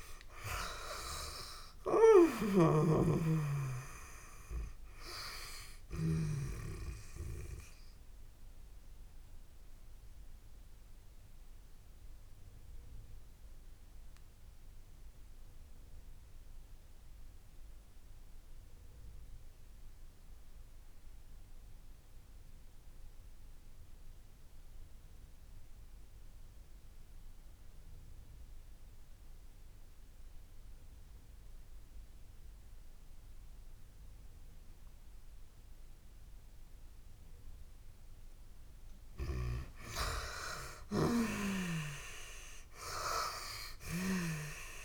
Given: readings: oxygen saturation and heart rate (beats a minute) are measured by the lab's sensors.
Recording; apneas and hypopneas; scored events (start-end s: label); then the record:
breathing in sleep by a room microphone; 1
0.00-1.00 s: arousal
0.00-6.00 s: snoring (device-marked)
0.00-34.00 s: oxygen desaturation (device-marked, oxygen 78% lowest)
8.00-38.50 s: obstructive apnea (oxygen 96% before, 78% lowest)
40.50-44.00 s: arousal
From the record:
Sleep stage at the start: N2 (light sleep); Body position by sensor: on the back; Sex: female